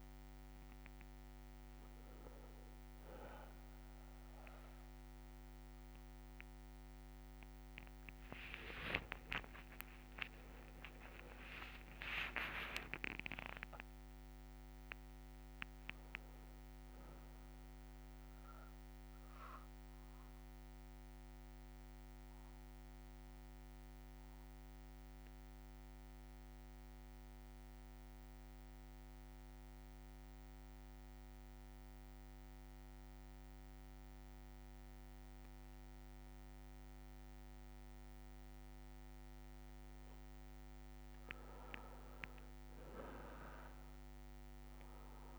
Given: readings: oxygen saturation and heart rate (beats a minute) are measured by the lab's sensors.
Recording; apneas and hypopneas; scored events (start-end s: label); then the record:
a person partly awake in a sleep study, by a microphone on the trachea; 1
7.00-14.00 s: tachycardia (device-marked, heart rate 66 before, 139 extreme)
9.50-11.50 s: long interval between heartbeats (device-marked, heart rate 64 before, 99 extreme)
10.00-45.39 s: new sleep stage, N2 (light sleep)
11.50-13.50 s: long interval between heartbeats (device-marked, heart rate 68 before, 127 extreme)
20.50-38.00 s: obstructive apnea (oxygen 99% before, 94% lowest, heart rate 88 before, 60 extreme, up 4 after)
40.00-44.00 s: arousal
43.00-45.39 s: oxygen desaturation (device-marked, oxygen 99% before, 94% lowest, heart rate 61 before, 54 extreme)
From the record:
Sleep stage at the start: awake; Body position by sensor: on the back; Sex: male